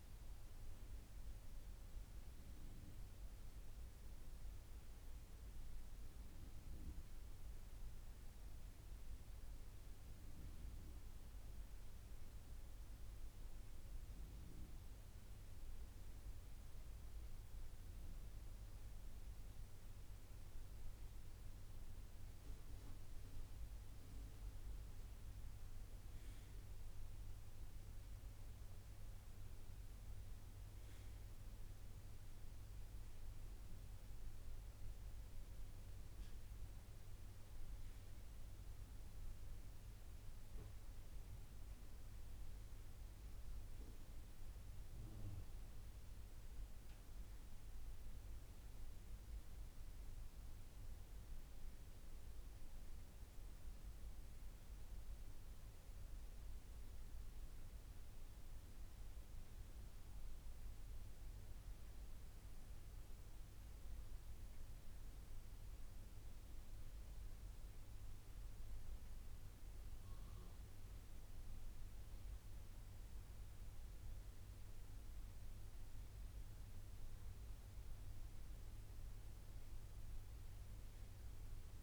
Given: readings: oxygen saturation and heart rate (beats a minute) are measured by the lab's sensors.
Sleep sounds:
breathing in sleep, hard to hear, by a room microphone; none
none scored
From the record:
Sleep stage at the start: N3 (deep sleep); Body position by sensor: on the right side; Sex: male

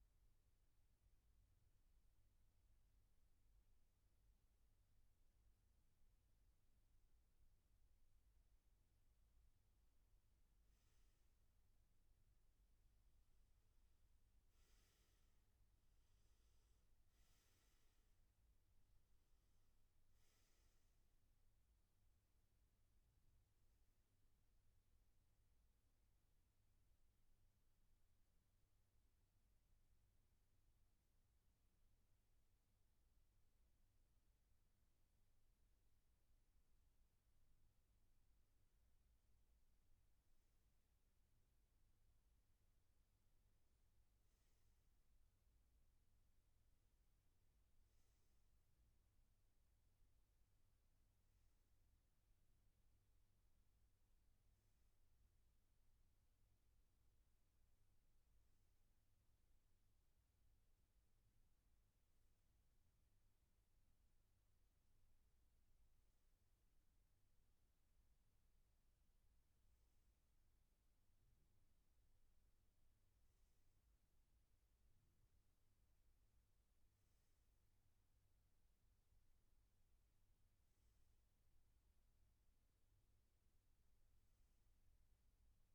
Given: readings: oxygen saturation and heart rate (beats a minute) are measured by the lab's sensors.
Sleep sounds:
breathing in sleep, hard to hear, by a room microphone; none
0.00-2.00 s: oxygen desaturation (device-marked, oxygen 92% lowest, heart rate 61 extreme)
13.00-34.00 s: oxygen desaturation (device-marked, oxygen 97% before, 92% lowest, heart rate 63 before, 60 extreme)
46.00-54.00 s: oxygen desaturation (device-marked, oxygen 96% before, 93% lowest, heart rate 64 before, 60 extreme)
From the record:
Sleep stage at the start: N2 (light sleep); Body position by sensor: on the back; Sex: male

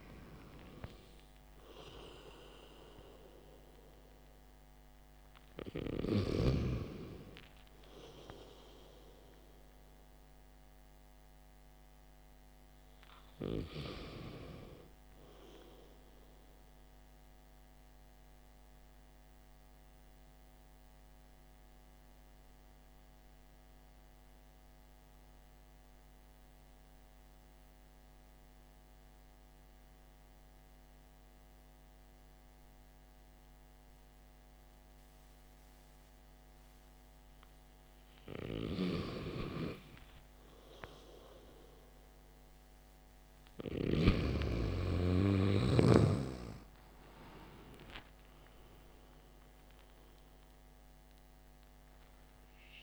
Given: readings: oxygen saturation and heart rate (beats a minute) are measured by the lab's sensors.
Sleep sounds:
breathing in sleep by a microphone on the trachea; 1
19.00-37.50 s: central apnea (oxygen 98% before, 95% lowest, heart rate 54 before, 51 extreme, up 3 after)
41.50-45.50 s: arousal
From the record:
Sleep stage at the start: N2 (light sleep); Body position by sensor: on the back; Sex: male

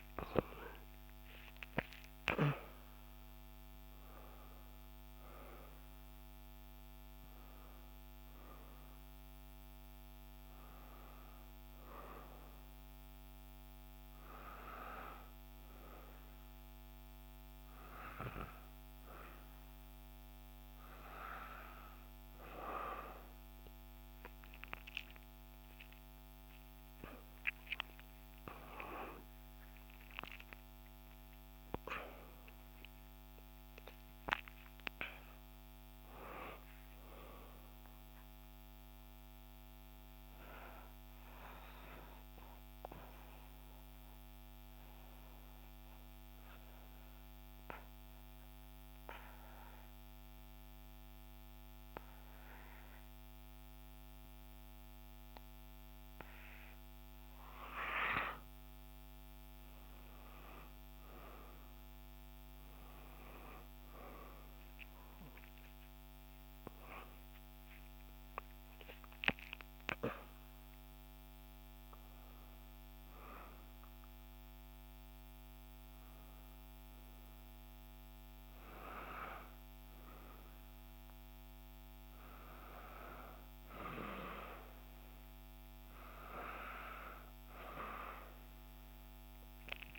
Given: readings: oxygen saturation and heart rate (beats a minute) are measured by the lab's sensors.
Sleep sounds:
a person awake in a sleep study, by a microphone on the trachea; 1
0.00-12.50 s: oxygen desaturation (device-marked, oxygen 92% lowest, heart rate 64 extreme)
43.00-57.50 s: obstructive apnea (oxygen 98% before, 93% lowest, heart rate 66 before, 60 extreme, up 4 after)
45.50-89.99 s: new sleep stage, N2 (light sleep)
60.00-64.00 s: arousal
61.50-80.50 s: oxygen desaturation (device-marked, oxygen 97% before, 93% lowest, heart rate 63 before, 60 extreme)
88.00-89.99 s: arousal
From the record:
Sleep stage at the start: awake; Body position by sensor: on the right side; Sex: female

